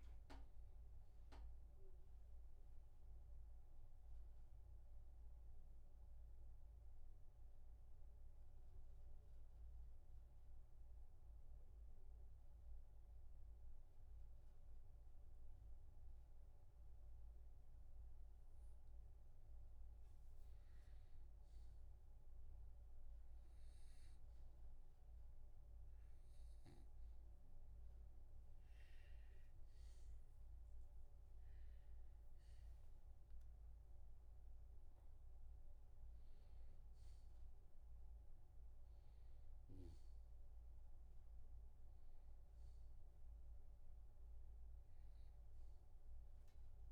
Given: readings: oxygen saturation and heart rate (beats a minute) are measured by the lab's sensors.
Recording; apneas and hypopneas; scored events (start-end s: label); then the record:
a person partly awake in a sleep study, hard to hear, by a room microphone; 1
0.00-14.50 s: oxygen desaturation (device-marked, oxygen 91% lowest, heart rate 56 extreme)
6.00-19.50 s: obstructive apnea (oxygen 96% before, 91% lowest, heart rate 63 before, 61 extreme, up 3 after)
26.50-46.92 s: new sleep stage, awake
29.50-46.92 s: oxygen desaturation (device-marked, oxygen 98% before, 93% lowest, heart rate 63 before, 59 extreme)
From the record:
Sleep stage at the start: N2 (light sleep); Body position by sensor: on the back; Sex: male